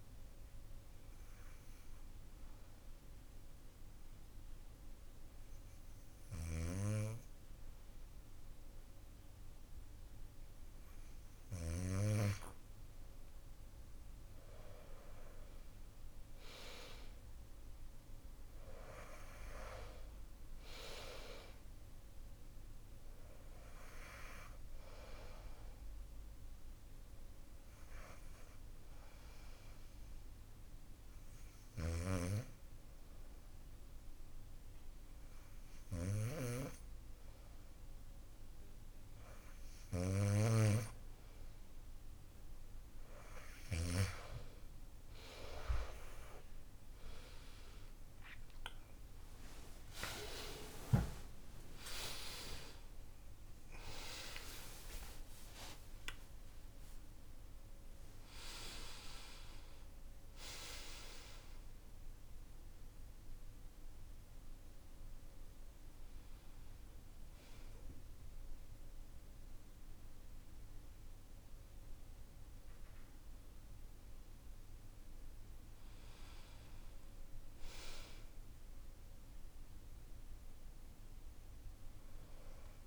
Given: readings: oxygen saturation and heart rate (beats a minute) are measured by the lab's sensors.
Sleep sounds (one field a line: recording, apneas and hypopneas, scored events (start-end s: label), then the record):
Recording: breathing in sleep by a room microphone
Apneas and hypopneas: 2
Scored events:
0.00-10.00 s: oxygen desaturation (device-marked, oxygen 89% lowest)
0.50-12.00 s: obstructive apnea (oxygen 95% before, 89% lowest)
14.50-18.00 s: arousal
23.00-41.00 s: oxygen desaturation (device-marked, oxygen 96% before, 91% lowest)
26.00-40.00 s: obstructive apnea (oxygen 96% before, 91% lowest)
48.00-55.00 s: arousal
From the record:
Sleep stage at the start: N2 (light sleep)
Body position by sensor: on the back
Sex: male